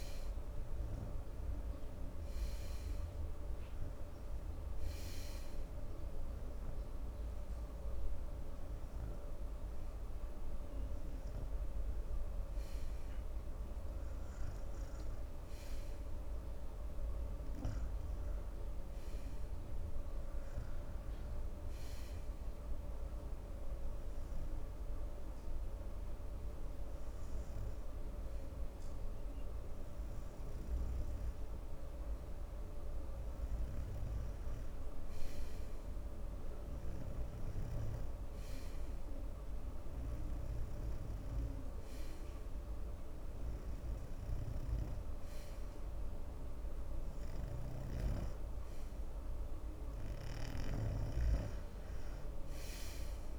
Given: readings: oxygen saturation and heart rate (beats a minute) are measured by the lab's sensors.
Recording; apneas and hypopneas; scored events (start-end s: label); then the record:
breathing in sleep, hard to hear, by a room microphone; 1
23.00-35.00 s: obstructive apnea (oxygen 97% before, 91% lowest, heart rate 69 before, 67 extreme, up 6 after)
26.00-41.00 s: oxygen desaturation (device-marked, oxygen 96% before, 92% lowest, heart rate 68 before, 69 extreme)
36.50-39.00 s: arousal
48.00-53.39 s: snoring (device-marked)
From the record:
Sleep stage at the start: N2 (light sleep); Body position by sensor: on the right side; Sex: male